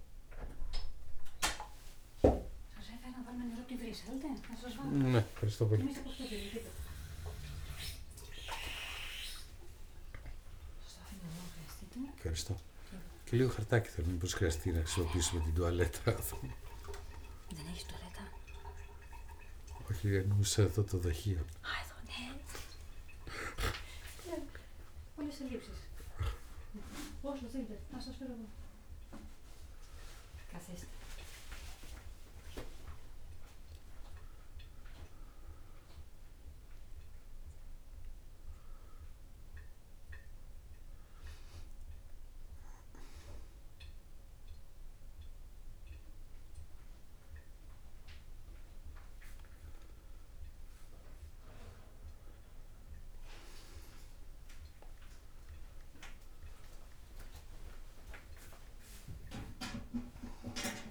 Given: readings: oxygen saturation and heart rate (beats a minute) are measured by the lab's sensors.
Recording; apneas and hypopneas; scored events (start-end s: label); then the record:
a person awake in a sleep study, by a room microphone; none
11.50-27.50 s: tachycardia (device-marked)
14.50-16.50 s: long interval between heartbeats (device-marked)
17.00-19.00 s: long interval between heartbeats (device-marked)
19.50-21.50 s: long interval between heartbeats (device-marked, heart rate 43 before, 134 extreme)
From the record:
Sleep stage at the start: awake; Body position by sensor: on the back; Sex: male